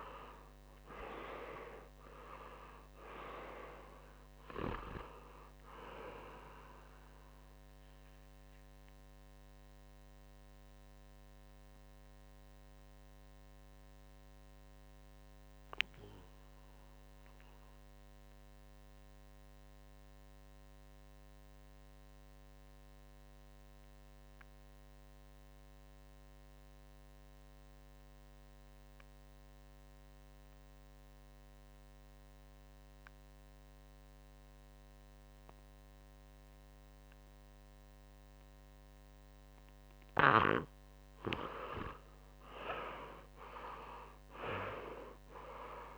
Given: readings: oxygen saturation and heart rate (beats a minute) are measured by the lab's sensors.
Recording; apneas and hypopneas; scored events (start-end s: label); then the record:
breathing in sleep by a microphone on the trachea; 1
0.00-1.50 s: arousal
0.00-27.00 s: oxygen desaturation (device-marked, oxygen 90% lowest, heart rate 58 extreme)
7.50-38.50 s: obstructive apnea (oxygen 99% before, 89% lowest, heart rate 65 before, 56 extreme, up 7 after)
37.00-45.98 s: oxygen desaturation (device-marked, oxygen 99% before, 89% lowest, heart rate 61 before, 54 extreme)
41.00-45.50 s: arousal
From the record:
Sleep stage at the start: N2 (light sleep); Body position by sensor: on the back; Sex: male